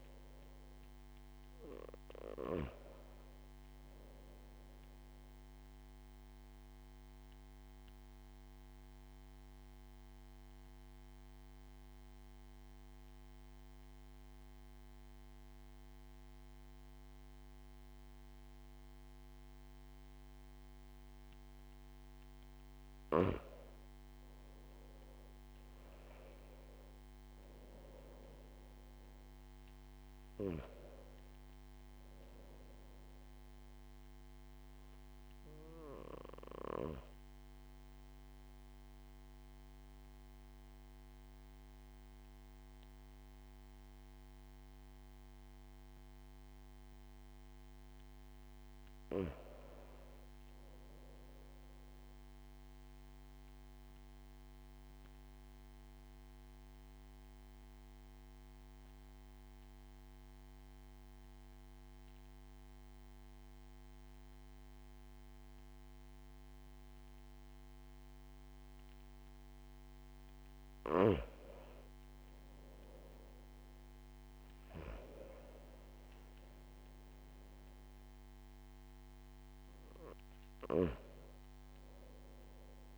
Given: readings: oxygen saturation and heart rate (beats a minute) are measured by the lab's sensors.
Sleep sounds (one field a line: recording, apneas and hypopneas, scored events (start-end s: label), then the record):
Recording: breathing in sleep by a microphone on the trachea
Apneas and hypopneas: 3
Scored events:
7.50-21.00 s: obstructive apnea (oxygen 96% before, 93% lowest)
24.50-28.50 s: arousal
38.50-49.00 s: obstructive apnea (oxygen 97% before, 92% lowest)
50.00-52.50 s: arousal
54.00-69.00 s: obstructive apnea (oxygen 97% before, 92% lowest)
71.50-75.50 s: arousal
77.00-82.98 s: oxygen desaturation (device-marked, oxygen 96% before, 92% lowest)
From the record:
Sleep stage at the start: N2 (light sleep)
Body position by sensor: on the back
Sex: male